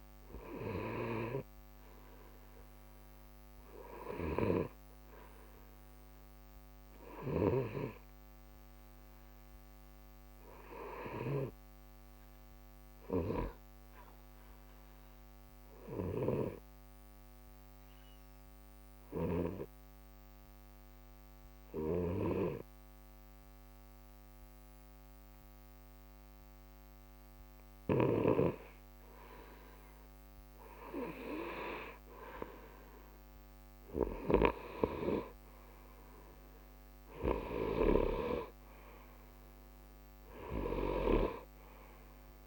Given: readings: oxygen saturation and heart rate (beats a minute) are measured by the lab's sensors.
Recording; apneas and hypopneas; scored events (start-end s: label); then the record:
breathing in sleep by a microphone on the trachea; 1
0.00-10.50 s: oxygen desaturation (device-marked, oxygen 89% lowest, heart rate 60 extreme)
8.00-28.50 s: obstructive apnea (oxygen 92% before, 89% lowest, heart rate 61 before, 60 extreme, up 1 after)
30.50-33.50 s: arousal
34.50-42.46 s: oxygen desaturation (device-marked, oxygen 94% before, 89% lowest, heart rate 61 before, 60 extreme)
From the record:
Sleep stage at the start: N2 (light sleep); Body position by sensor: on the right side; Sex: male